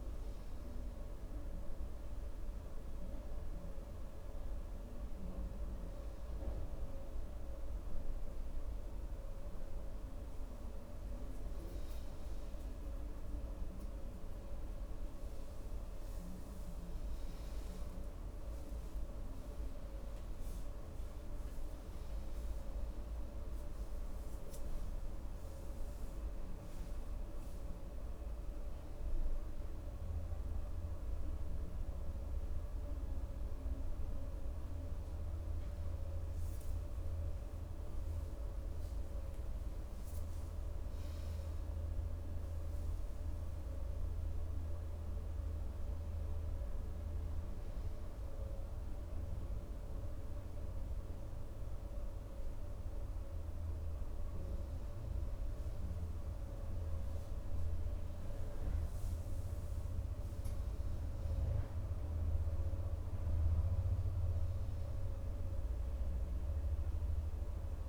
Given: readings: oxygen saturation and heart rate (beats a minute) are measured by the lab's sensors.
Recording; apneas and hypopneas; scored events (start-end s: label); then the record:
breathing in sleep, hard to hear, by a room microphone; none
16.50-67.89 s: new sleep stage, N2 (light sleep)
From the record:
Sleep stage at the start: N1 (lightest sleep); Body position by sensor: on the right side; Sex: male